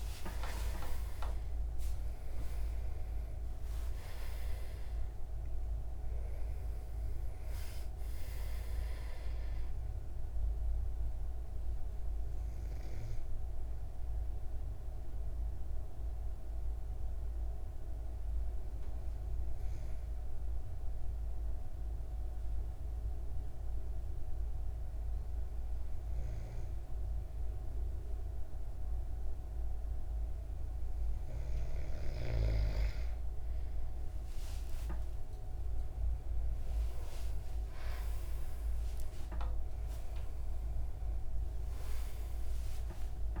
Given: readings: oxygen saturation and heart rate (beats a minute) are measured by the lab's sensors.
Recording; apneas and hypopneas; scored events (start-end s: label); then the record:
breathing in sleep by a room microphone; 1
0.00-3.00 s: arousal
0.00-31.00 s: oxygen desaturation (device-marked, oxygen 91% lowest, heart rate 52 extreme)
11.50-32.50 s: obstructive apnea (oxygen 96% before, 91% lowest, heart rate 94 before, 52 extreme, up 15 after)
35.00-41.00 s: arousal
From the record:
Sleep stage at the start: N2 (light sleep); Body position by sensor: on the back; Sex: male